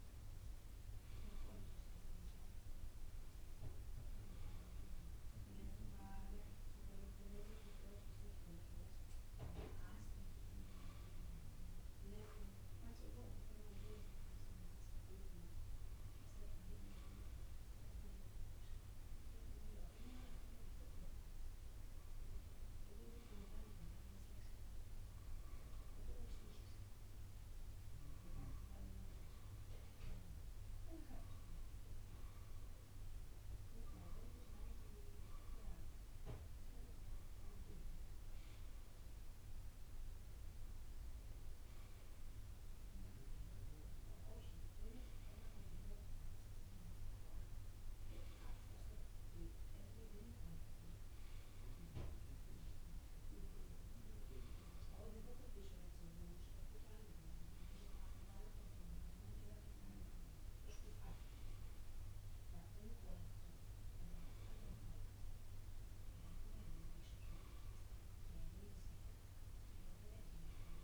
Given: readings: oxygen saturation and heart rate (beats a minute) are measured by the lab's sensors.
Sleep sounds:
a person partly awake in a sleep study, by a room microphone; none
4.00-34.00 s: new sleep stage, N1 (lightest sleep)
34.00-70.84 s: new sleep stage, N2 (light sleep)
From the record:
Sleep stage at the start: awake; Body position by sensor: on the right side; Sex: male

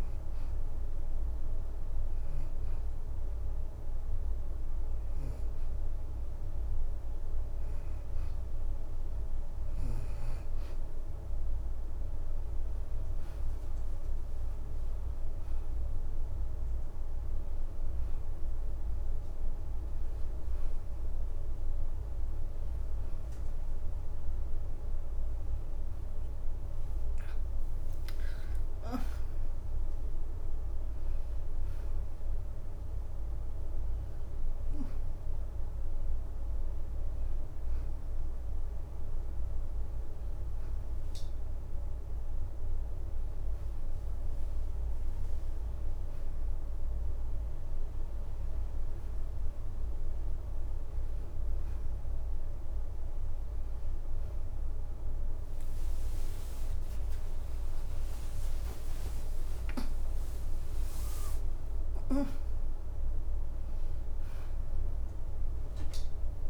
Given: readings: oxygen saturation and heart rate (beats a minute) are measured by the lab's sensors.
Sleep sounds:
a person awake in a sleep study, hard to hear, by a room microphone; 1
0.00-9.00 s: oxygen desaturation (device-marked, oxygen 87% lowest, heart rate 82 extreme)
0.50-10.50 s: hypopnea (oxygen 94% before, 87% lowest, heart rate 83 before, 82 extreme, up 6 after)
11.00-33.00 s: oxygen desaturation (device-marked, oxygen 93% before, 87% lowest, heart rate 83 before, 86 extreme)
12.50-14.50 s: leg movement (device-marked)
23.00-66.50 s: new sleep stage, awake
33.50-37.00 s: leg movement (device-marked)
37.00-43.50 s: leg movement (device-marked)
43.50-46.50 s: leg movement (device-marked)
50.00-52.50 s: leg movement (device-marked)
55.00-63.50 s: leg movement (device-marked)
From the record:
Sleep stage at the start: N2 (light sleep); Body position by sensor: on the back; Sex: female

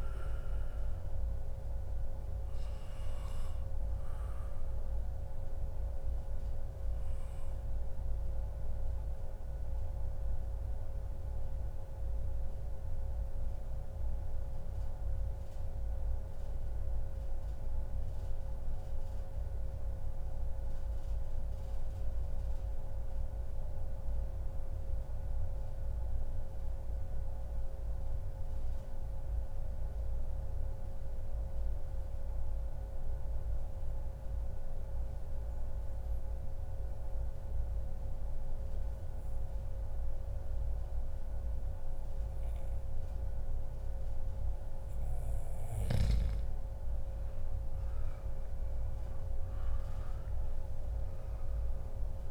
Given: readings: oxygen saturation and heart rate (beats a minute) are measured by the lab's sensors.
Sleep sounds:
breathing in sleep, hard to hear, by a room microphone; 1
0.00-10.50 s: oxygen desaturation (device-marked, oxygen 92% lowest, heart rate 98 extreme)
6.50-44.50 s: mixed apnea (oxygen 98% before, 92% lowest, heart rate 126 before, 98 extreme, up 40 after)
8.50-10.50 s: long interval between heartbeats (device-marked, heart rate 125 before, 100 extreme)
33.00-35.00 s: long interval between heartbeats (device-marked, heart rate 109 before, 107 extreme)
43.50-52.31 s: oxygen desaturation (device-marked, oxygen 98% before, 92% lowest, heart rate 110 before, 132 extreme)
45.00-47.00 s: long interval between heartbeats (device-marked, heart rate 109 before, 115 extreme)
47.50-52.00 s: arousal
From the record:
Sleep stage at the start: N2 (light sleep); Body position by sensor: on the back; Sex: male

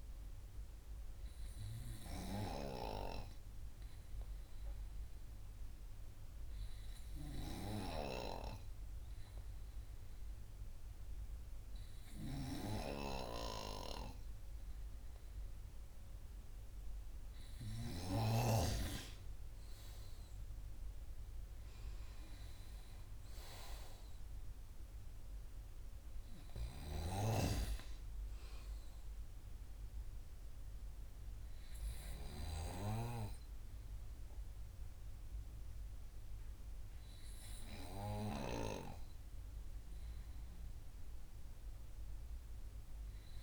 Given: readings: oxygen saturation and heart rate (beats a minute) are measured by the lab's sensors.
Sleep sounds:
breathing in sleep by a room microphone; 1
3.00-15.50 s: hypopnea (oxygen 97% before, 95% lowest, heart rate 53 before, 49 extreme, up 6 after)
19.50-22.50 s: arousal
From the record:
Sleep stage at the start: N2 (light sleep); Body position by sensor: on the right side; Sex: male

